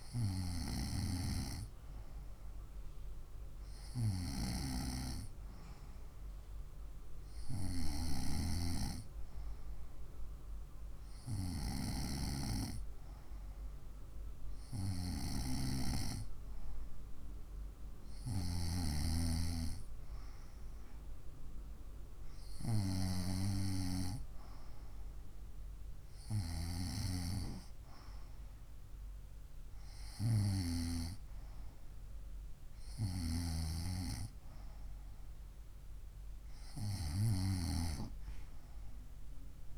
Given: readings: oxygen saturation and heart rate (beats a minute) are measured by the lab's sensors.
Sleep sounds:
breathing in sleep by a room microphone; none
none scored
From the record:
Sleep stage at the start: N2 (light sleep); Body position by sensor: on the right side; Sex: female

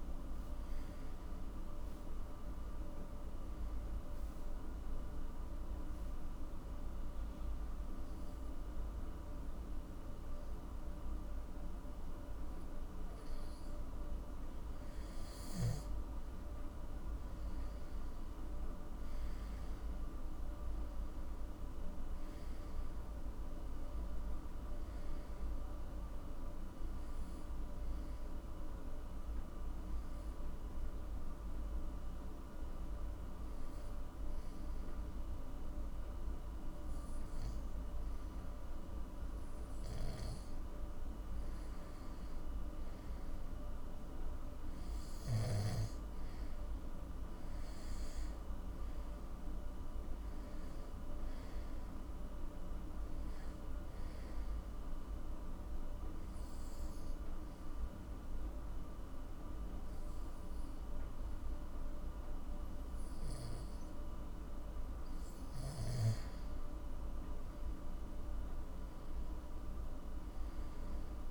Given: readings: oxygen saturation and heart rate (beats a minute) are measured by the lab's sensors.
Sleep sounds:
breathing in sleep, hard to hear, by a room microphone; 3
0.00-12.00 s: oxygen desaturation (device-marked, oxygen 90% lowest, heart rate 50 extreme)
5.50-15.50 s: obstructive apnea (oxygen 97% before, 90% lowest, heart rate 71 before, 50 extreme, up 9 after)
17.00-21.00 s: arousal
27.00-38.00 s: oxygen desaturation (device-marked, oxygen 98% before, 92% lowest, heart rate 61 before, 50 extreme)
28.50-40.50 s: hypopnea (oxygen 98% before, 92% lowest, heart rate 60 before, 50 extreme, up 11 after)
42.50-45.50 s: arousal
46.00-60.00 s: oxygen desaturation (device-marked, oxygen 98% before, 93% lowest, heart rate 54 before, 50 extreme)
55.00-65.50 s: obstructive apnea (oxygen 98% before, 93% lowest, heart rate 57 before, 52 extreme, up 14 after)
67.00-70.50 s: arousal
From the record:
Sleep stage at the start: N2 (light sleep); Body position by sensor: on the back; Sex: male

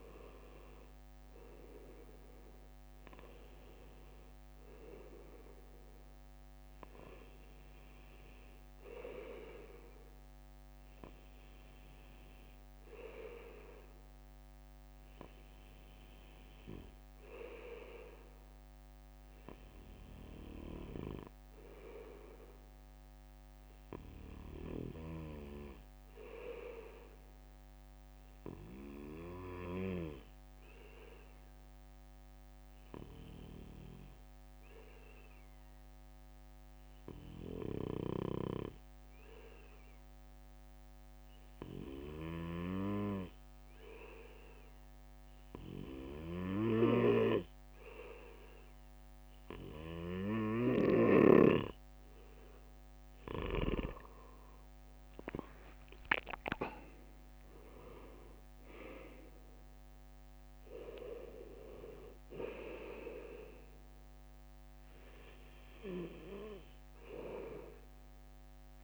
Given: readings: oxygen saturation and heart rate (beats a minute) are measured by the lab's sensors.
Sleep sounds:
breathing in sleep by a microphone on the trachea; 1
0.00-4.50 s: arousal
3.00-20.00 s: bradycardia (device-marked, heart rate 59 before, 57 extreme)
23.50-27.00 s: arousal
26.00-43.00 s: bradycardia (device-marked, heart rate 59 before, 58 extreme)
30.50-50.00 s: obstructive apnea (oxygen 98% before, 96% lowest, heart rate 58 before, 57 extreme, up 5 after)
54.50-58.00 s: arousal
62.00-68.84 s: bradycardia (device-marked, heart rate 59 before, 57 extreme)
From the record:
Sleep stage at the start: N2 (light sleep); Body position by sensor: on the back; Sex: male

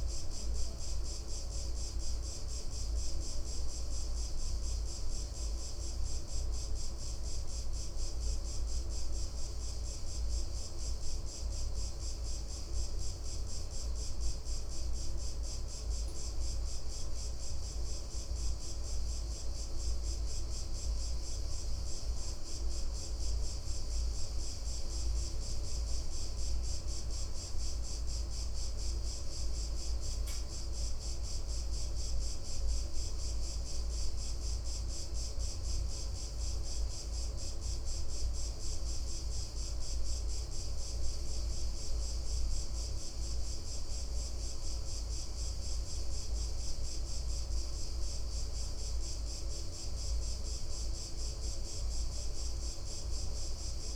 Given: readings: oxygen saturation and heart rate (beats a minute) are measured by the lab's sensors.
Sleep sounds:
breathing in sleep, hard to hear, by a room microphone; none
none scored
From the record:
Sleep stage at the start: N2 (light sleep); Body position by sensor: on the back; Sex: male

